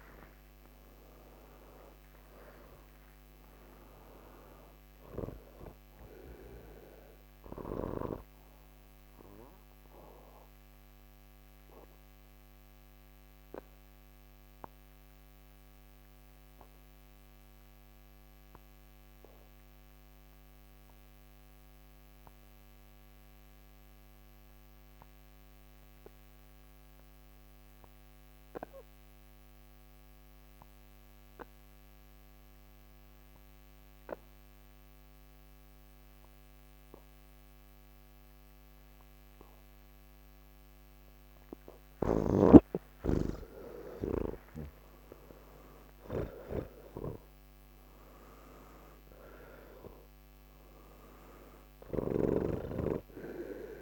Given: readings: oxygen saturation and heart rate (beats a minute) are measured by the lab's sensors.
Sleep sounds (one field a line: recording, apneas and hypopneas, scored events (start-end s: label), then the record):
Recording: breathing in sleep by a microphone on the trachea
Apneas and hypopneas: 1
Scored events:
0.00-19.50 s: oxygen desaturation (device-marked, oxygen 85% lowest)
11.50-41.00 s: obstructive apnea (oxygen 97% before, 81% lowest)
33.50-53.82 s: oxygen desaturation (device-marked, oxygen 99% before, 81% lowest, heart rate 43 before, 60 extreme)
From the record:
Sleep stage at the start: N3 (deep sleep)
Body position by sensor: on the back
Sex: male